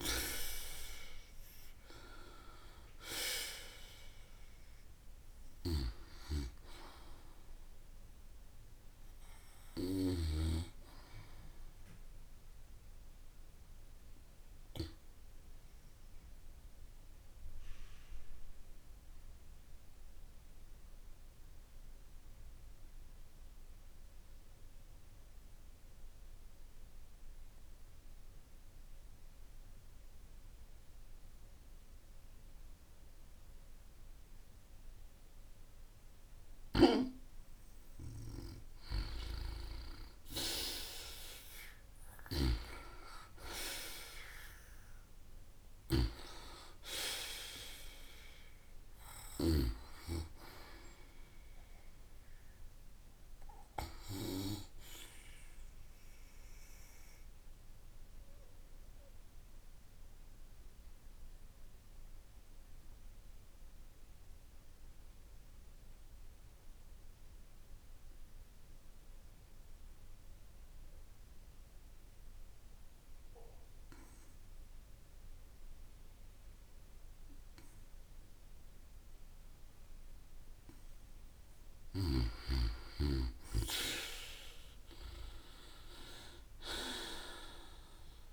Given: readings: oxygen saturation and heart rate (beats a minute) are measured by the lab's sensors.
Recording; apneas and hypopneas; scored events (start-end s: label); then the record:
breathing in sleep by a room microphone; 2
0.00-8.00 s: oxygen desaturation (device-marked, oxygen 91% lowest)
5.50-10.50 s: snoring (device-marked)
16.00-36.00 s: obstructive apnea (oxygen 96% before, 87% lowest)
37.00-46.00 s: oxygen desaturation (device-marked, oxygen 96% before, 90% lowest)
38.00-41.50 s: arousal
42.00-49.50 s: snoring (device-marked)
55.50-80.00 s: obstructive apnea (oxygen 96% before, 87% lowest)
76.00-88.33 s: oxygen desaturation (device-marked, oxygen 96% before, 87% lowest)
83.00-87.00 s: arousal
From the record:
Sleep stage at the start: N2 (light sleep); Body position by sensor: on the back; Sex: female